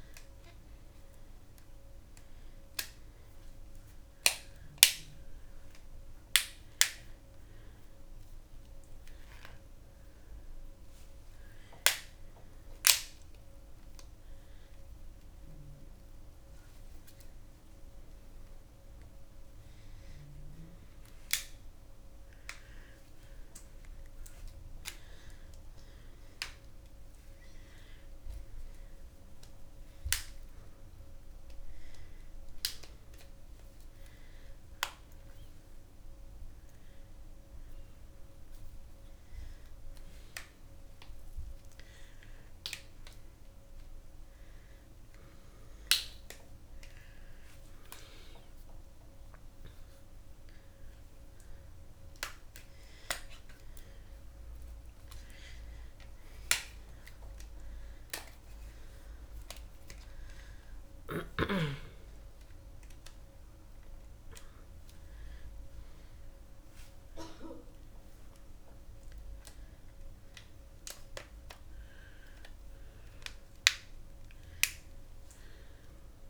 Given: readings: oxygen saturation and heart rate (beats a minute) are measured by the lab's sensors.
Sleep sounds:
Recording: a person awake in a sleep study, by a room microphone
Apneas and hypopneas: none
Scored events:
31.50-39.50 s: oxygen desaturation (device-marked, oxygen 100% before, 97% lowest, heart rate 123 before, 104 extreme)
From the record:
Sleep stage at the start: awake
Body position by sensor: on the back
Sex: female

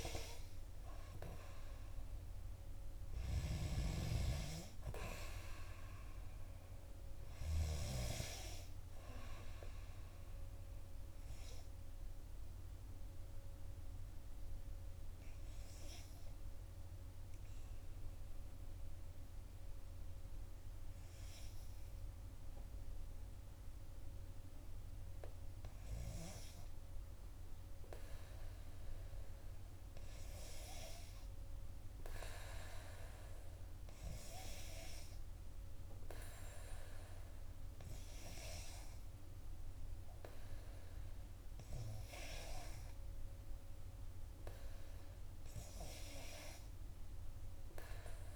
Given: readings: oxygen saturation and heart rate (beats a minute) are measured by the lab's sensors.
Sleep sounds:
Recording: breathing in sleep by a room microphone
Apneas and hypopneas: 1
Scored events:
11.00-25.50 s: hypopnea (oxygen 93% before, 91% lowest, heart rate 61 before, 59 extreme, up 1 after)
27.50-30.50 s: arousal
From the record:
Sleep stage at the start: N2 (light sleep)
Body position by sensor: on the back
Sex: female

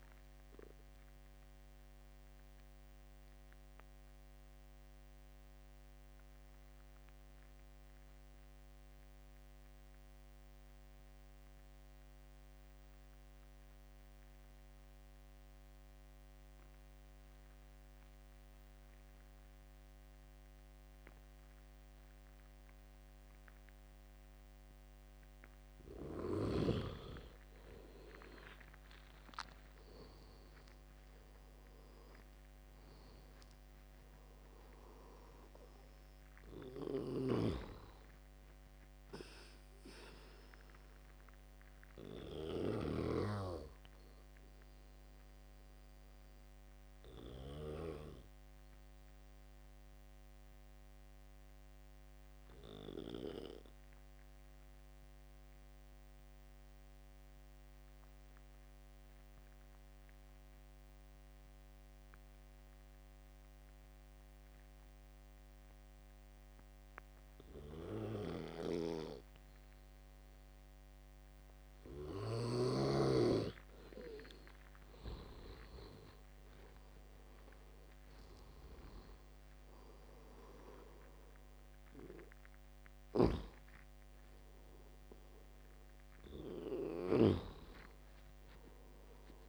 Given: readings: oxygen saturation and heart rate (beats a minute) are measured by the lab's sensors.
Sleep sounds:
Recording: breathing in sleep by a microphone on the trachea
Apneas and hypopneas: 2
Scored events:
0.00-6.50 s: oxygen desaturation (device-marked, oxygen 84% lowest, heart rate 66 extreme)
0.50-25.00 s: obstructive apnea (oxygen 94% before, 84% lowest, heart rate 79 before, 66 extreme, up 11 after)
24.50-60.50 s: oxygen desaturation (device-marked, oxygen 98% before, 86% lowest, heart rate 72 before, 68 extreme)
27.00-31.50 s: arousal
43.50-71.00 s: obstructive apnea (oxygen 98% before, 85% lowest, heart rate 78 before, 68 extreme, up 13 after)
72.50-89.49 s: oxygen desaturation (device-marked, oxygen 98% before, 85% lowest, heart rate 71 before, 64 extreme)
74.50-78.50 s: arousal
From the record:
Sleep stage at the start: N2 (light sleep)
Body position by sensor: on the back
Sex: male

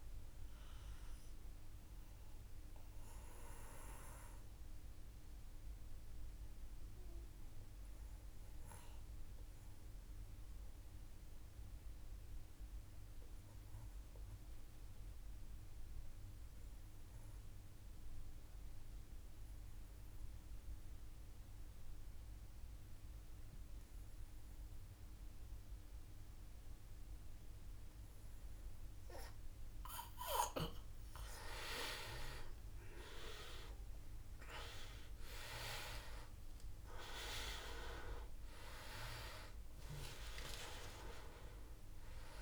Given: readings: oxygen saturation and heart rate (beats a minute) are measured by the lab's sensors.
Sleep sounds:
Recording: breathing in sleep by a room microphone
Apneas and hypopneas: 1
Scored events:
0.00-7.00 s: oxygen desaturation (device-marked, oxygen 89% lowest, heart rate 53 extreme)
1.00-27.50 s: obstructive apnea (oxygen 97% before, 89% lowest, heart rate 60 before, 53 extreme, up 5 after)
26.00-42.42 s: oxygen desaturation (device-marked, oxygen 97% before, 89% lowest, heart rate 57 before, 54 extreme)
31.50-35.50 s: arousal
From the record:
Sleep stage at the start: N2 (light sleep)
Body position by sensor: on the back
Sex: male

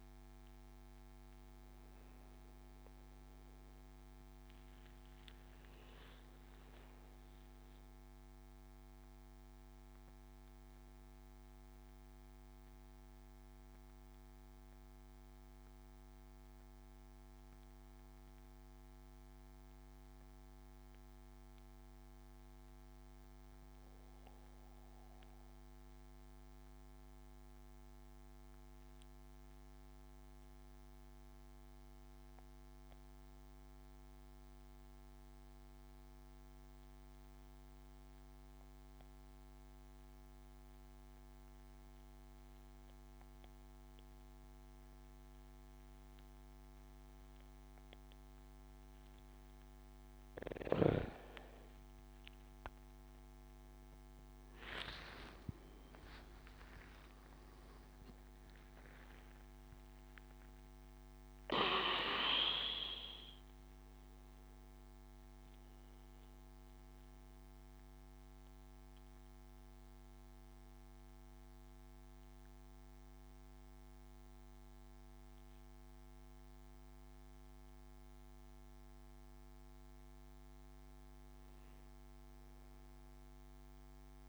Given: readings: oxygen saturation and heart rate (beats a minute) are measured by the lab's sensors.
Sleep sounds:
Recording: breathing in sleep, hard to hear, by a microphone on the trachea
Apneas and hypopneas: 1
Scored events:
0.00-15.00 s: oxygen desaturation (device-marked, oxygen 89% lowest, heart rate 62 extreme)
12.50-48.50 s: obstructive apnea (oxygen 96% before, 88% lowest, heart rate 75 before, 65 extreme, up 12 after)
36.00-78.00 s: oxygen desaturation (device-marked, oxygen 99% before, 88% lowest, heart rate 68 before, 63 extreme)
50.50-54.00 s: arousal
From the record:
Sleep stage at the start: N2 (light sleep)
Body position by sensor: on the back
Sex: male

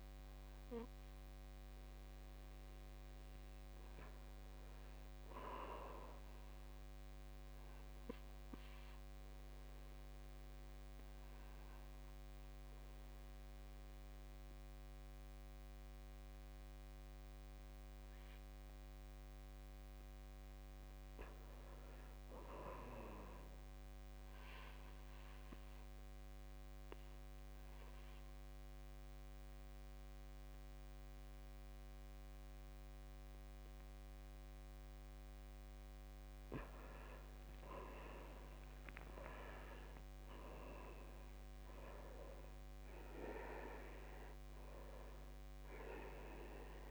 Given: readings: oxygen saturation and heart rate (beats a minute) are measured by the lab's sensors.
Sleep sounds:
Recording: breathing in sleep by a microphone on the trachea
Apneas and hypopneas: 1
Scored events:
0.00-10.00 s: oxygen desaturation (device-marked, oxygen 76% lowest, heart rate 53 extreme)
7.00-20.50 s: obstructive apnea (oxygen 95% before, 89% lowest, heart rate 62 before, 54 extreme, up 7 after)
20.00-28.00 s: oxygen desaturation (device-marked, oxygen 99% before, 94% lowest, heart rate 56 before, 56 extreme)
22.50-25.50 s: arousal
34.00-46.91 s: oxygen desaturation (device-marked, oxygen 95% before, 89% lowest, heart rate 58 before, 50 extreme)
From the record:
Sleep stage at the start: N2 (light sleep)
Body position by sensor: on the back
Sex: male

